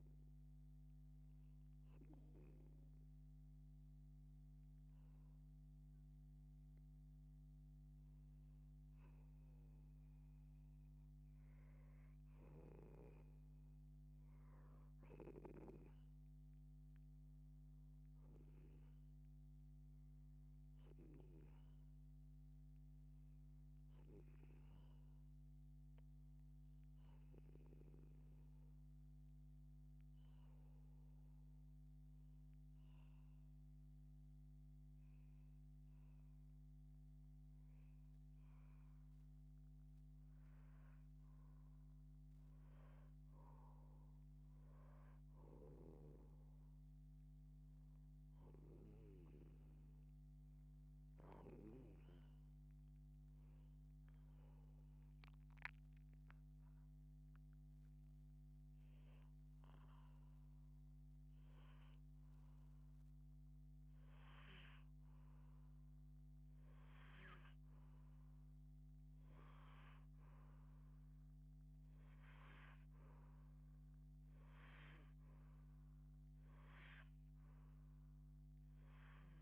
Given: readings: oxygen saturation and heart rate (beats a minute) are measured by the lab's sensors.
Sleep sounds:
breathing in sleep by a microphone on the trachea; 3
2.50-13.50 s: hypopnea (oxygen 92% before, 90% lowest, heart rate 153 before, 88 extreme)
16.00-21.00 s: arousal
31.50-41.50 s: hypopnea (oxygen 92% before, 88% lowest, heart rate 118 before, 38 extreme)
45.00-49.50 s: arousal
55.00-65.00 s: hypopnea (oxygen 93% before, 86% lowest, heart rate 97 before, 80 extreme, up 34 after)
68.50-72.00 s: arousal
From the record:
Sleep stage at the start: REM sleep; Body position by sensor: on the left side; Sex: female

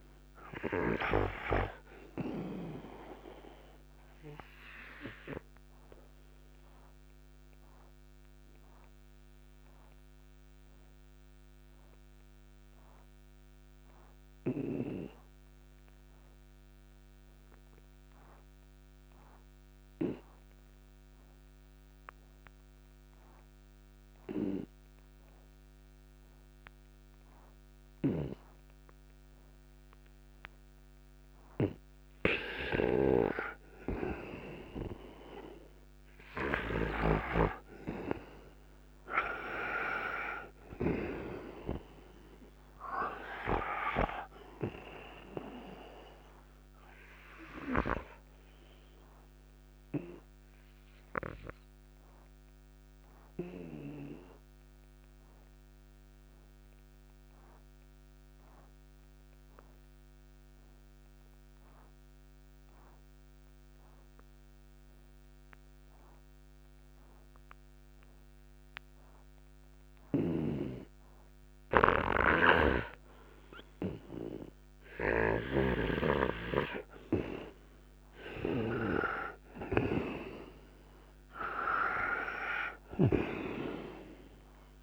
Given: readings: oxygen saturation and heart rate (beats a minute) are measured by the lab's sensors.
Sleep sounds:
breathing in sleep by a microphone on the trachea; 2
0.00-23.00 s: oxygen desaturation (device-marked, oxygen 86% lowest, heart rate 56 extreme)
5.00-32.00 s: obstructive apnea (oxygen 98% before, 86% lowest, heart rate 68 before, 56 extreme, up 14 after)
32.50-37.00 s: arousal
32.50-41.00 s: snoring (device-marked)
35.00-65.00 s: oxygen desaturation (device-marked, oxygen 98% before, 86% lowest, heart rate 63 before, 56 extreme)
45.50-75.50 s: obstructive apnea (oxygen 98% before, 86% lowest, heart rate 65 before, 56 extreme, up 7 after)
70.00-75.50 s: snoring (device-marked)
77.50-81.50 s: arousal
81.00-84.83 s: oxygen desaturation (device-marked, oxygen 97% before, 87% lowest, heart rate 58 before, 56 extreme)
82.50-84.83 s: snoring (device-marked)
From the record:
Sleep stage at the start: N2 (light sleep); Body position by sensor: on the right side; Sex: male

